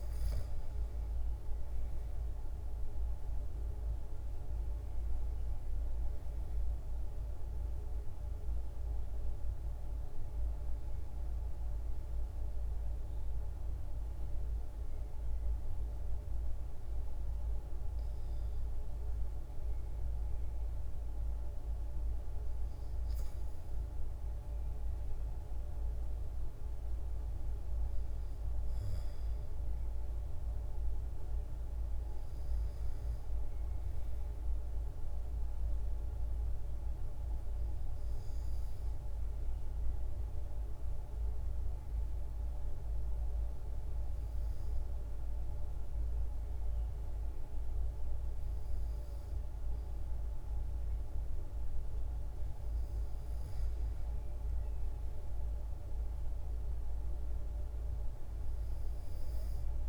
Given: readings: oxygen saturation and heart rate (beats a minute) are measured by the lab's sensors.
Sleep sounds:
breathing in sleep, hard to hear, by a room microphone; 2
12.00-25.00 s: hypopnea (oxygen 97% before, 92% lowest, heart rate 154 before, 69 extreme, up 15 after)
26.50-29.50 s: arousal
35.50-50.00 s: hypopnea (oxygen 96% before, 92% lowest, heart rate 107 before, 68 extreme, up 7 after)
53.00-57.00 s: arousal
From the record:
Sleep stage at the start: N2 (light sleep); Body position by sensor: on the back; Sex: female

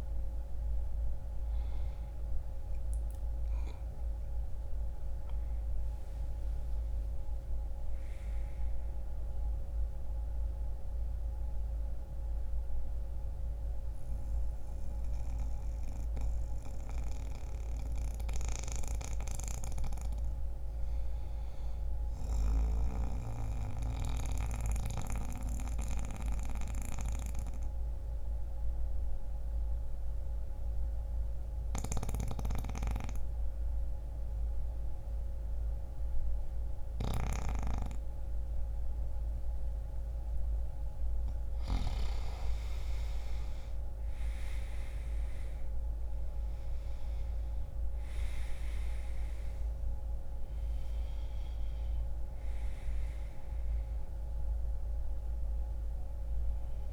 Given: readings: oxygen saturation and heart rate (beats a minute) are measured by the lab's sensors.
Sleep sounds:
breathing in sleep by a room microphone; 1
0.00-7.50 s: oxygen desaturation (device-marked, oxygen 85% lowest, heart rate 60 extreme)
23.50-39.00 s: obstructive apnea (oxygen 98% before, 86% lowest, heart rate 66 before, 59 extreme, up 1 after)
33.50-56.92 s: oxygen desaturation (device-marked, oxygen 98% before, 86% lowest, heart rate 62 before, 59 extreme)
41.50-46.00 s: arousal
From the record:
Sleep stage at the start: N2 (light sleep); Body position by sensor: on the back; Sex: male

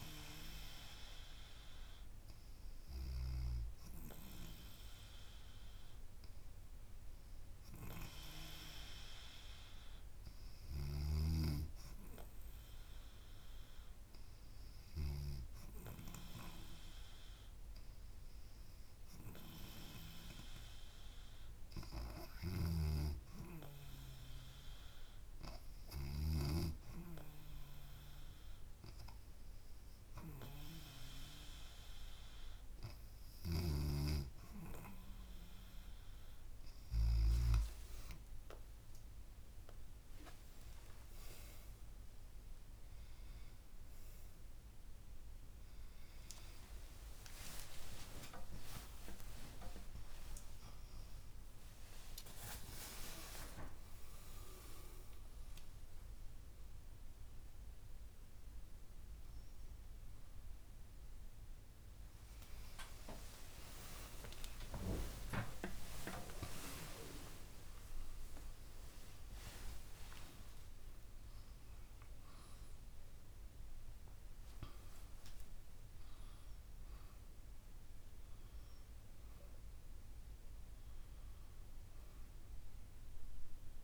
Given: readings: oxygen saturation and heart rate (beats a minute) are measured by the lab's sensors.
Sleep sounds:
a person awake in a sleep study, by a room microphone; none
30.00-83.84 s: new sleep stage, awake
From the record:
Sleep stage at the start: N3 (deep sleep); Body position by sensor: on the back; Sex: female

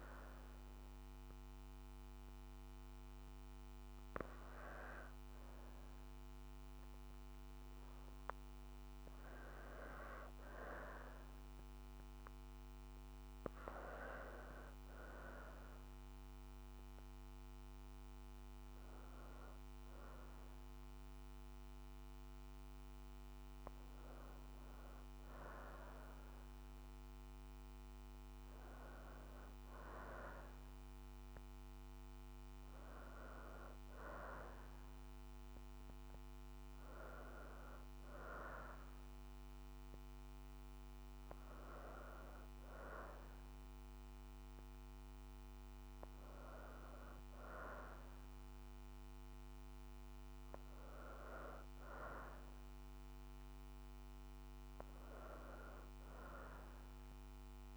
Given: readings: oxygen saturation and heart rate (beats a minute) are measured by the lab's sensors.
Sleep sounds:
breathing in sleep by a microphone on the trachea; none
19.00-35.00 s: oxygen desaturation (device-marked, oxygen 94% before, 91% lowest, heart rate 61 before, 62 extreme)
From the record:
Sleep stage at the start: N2 (light sleep); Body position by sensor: on the back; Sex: female

